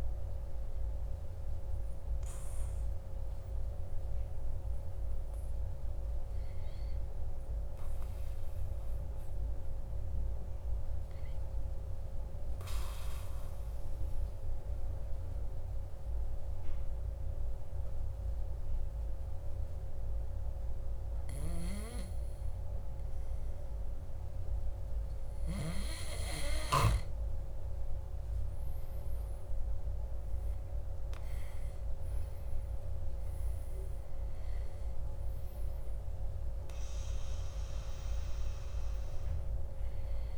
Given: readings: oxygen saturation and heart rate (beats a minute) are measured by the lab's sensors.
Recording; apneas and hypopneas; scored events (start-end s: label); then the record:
breathing in sleep, hard to hear, by a room microphone; 1
0.00-2.00 s: arousal
0.00-6.00 s: oxygen desaturation (device-marked, oxygen 91% lowest, heart rate 55 extreme)
4.00-26.00 s: obstructive apnea (oxygen 94% before, 94% lowest, heart rate 57 before, 54 extreme, up 5 after)
28.50-32.50 s: arousal
37.00-40.38 s: oxygen desaturation (device-marked, oxygen 97% before, 95% lowest, heart rate 59 before, 53 extreme)
From the record:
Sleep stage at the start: N2 (light sleep); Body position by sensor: on the back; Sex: male